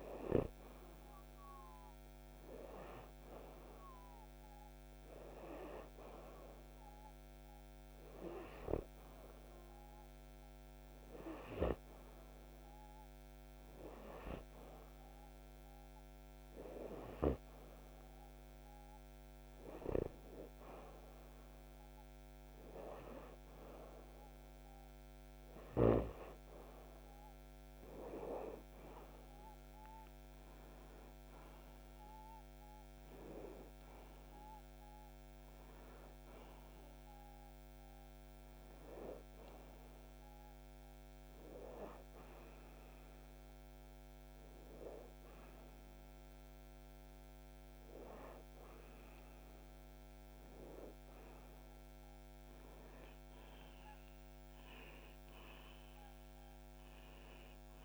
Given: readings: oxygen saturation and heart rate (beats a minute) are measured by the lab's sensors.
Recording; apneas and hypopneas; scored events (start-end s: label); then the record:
breathing in sleep by a microphone on the trachea; none
0.00-12.00 s: oxygen desaturation (device-marked, oxygen 95% lowest, heart rate 46 extreme)
From the record:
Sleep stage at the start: N2 (light sleep); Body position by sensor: upright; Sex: male